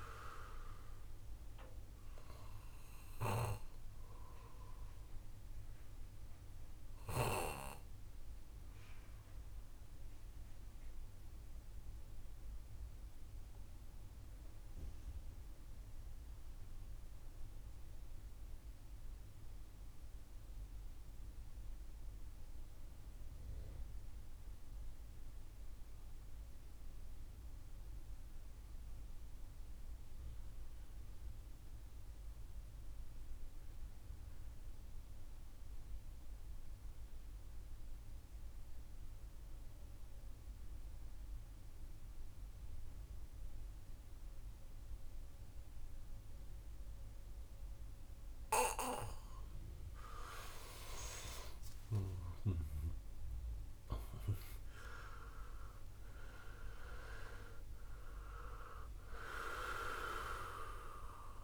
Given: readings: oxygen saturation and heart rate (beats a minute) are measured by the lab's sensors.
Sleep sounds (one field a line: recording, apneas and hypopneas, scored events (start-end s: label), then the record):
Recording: breathing in sleep by a room microphone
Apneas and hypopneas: 1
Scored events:
0.00-13.00 s: oxygen desaturation (device-marked, oxygen 87% lowest, heart rate 60 extreme)
4.50-50.00 s: mixed apnea (oxygen 96% before, 86% lowest, heart rate 70 before, 58 extreme, up 9 after)
31.00-61.44 s: oxygen desaturation (device-marked, oxygen 99% before, 86% lowest, heart rate 66 before, 58 extreme)
52.00-56.50 s: arousal
From the record:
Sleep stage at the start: N2 (light sleep)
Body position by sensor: on the back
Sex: male